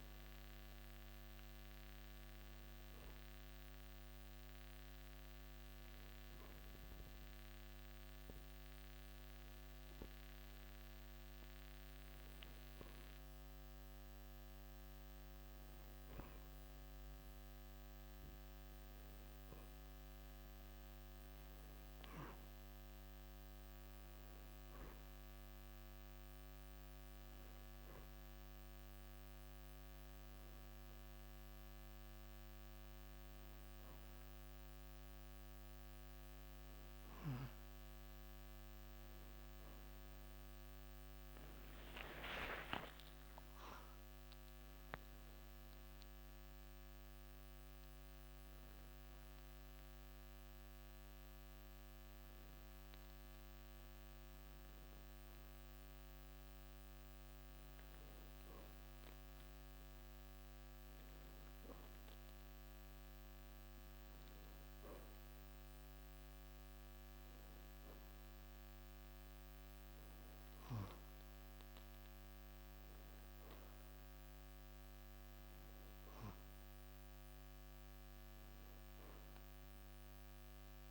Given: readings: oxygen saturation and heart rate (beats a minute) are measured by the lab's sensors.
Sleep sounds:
breathing in sleep, hard to hear, by a microphone on the trachea; none
40.00-44.00 s: arousal
53.50-80.91 s: new sleep stage, N2 (light sleep)
From the record:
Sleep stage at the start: N1 (lightest sleep); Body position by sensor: on the back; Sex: male

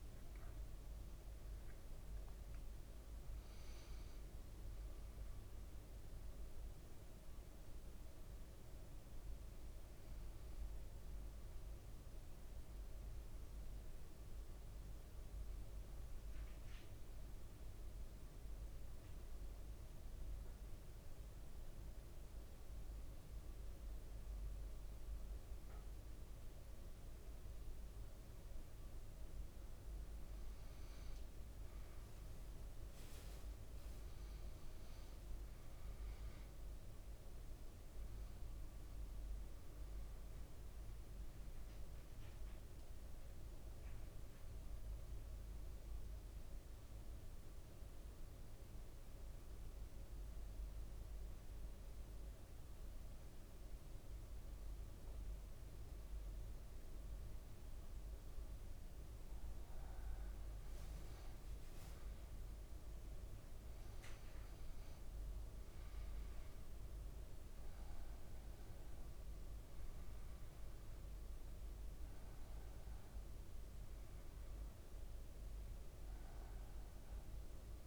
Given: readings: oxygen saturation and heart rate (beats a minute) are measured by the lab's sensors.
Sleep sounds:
breathing in sleep, hard to hear, by a room microphone; 2
10.50-14.50 s: arousal
17.50-29.00 s: central apnea (oxygen 98% before, 94% lowest, heart rate 60 before, 55 extreme, up 4 after)
31.00-34.50 s: leg movement (device-marked)
32.00-36.50 s: arousal
39.00-56.00 s: oxygen desaturation (device-marked, oxygen 97% before, 94% lowest, heart rate 57 before, 54 extreme)
45.50-59.00 s: central apnea (oxygen 98% before, 94% lowest, heart rate 58 before, 53 extreme, up 4 after)
59.50-62.50 s: leg movement (device-marked)
62.00-68.00 s: arousal
From the record:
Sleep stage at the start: N1 (lightest sleep); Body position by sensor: on the back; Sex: male

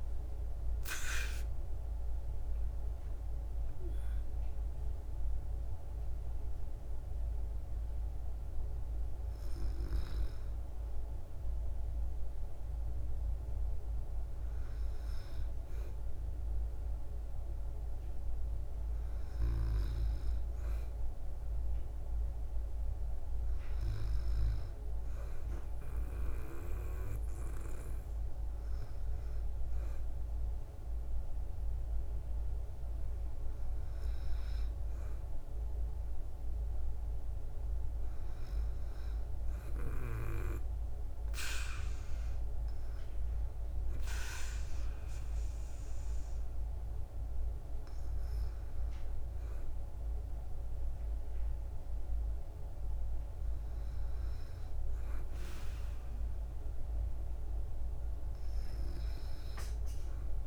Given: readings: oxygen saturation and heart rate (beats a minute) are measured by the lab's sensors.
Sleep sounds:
breathing in sleep by a room microphone; none
0.50-5.00 s: arousal
From the record:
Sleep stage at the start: N2 (light sleep); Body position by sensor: on the back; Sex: female

